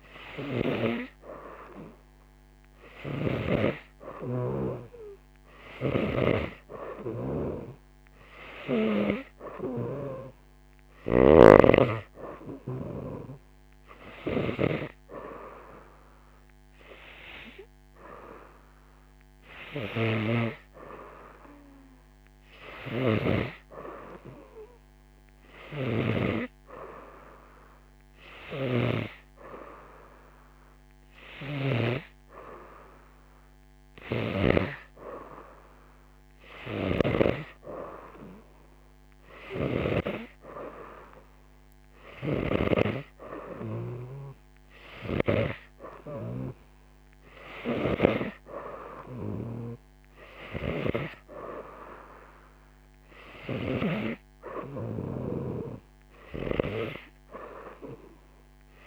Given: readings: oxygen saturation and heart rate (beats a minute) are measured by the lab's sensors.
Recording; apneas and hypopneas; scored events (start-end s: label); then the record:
breathing in sleep by a microphone on the trachea; none
0.00-3.50 s: snoring (device-marked)
5.50-23.50 s: snoring (device-marked)
25.50-32.00 s: snoring (device-marked)
34.00-37.50 s: snoring (device-marked)
42.00-54.00 s: snoring (device-marked)
From the record:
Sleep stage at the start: N2 (light sleep); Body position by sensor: on the right side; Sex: female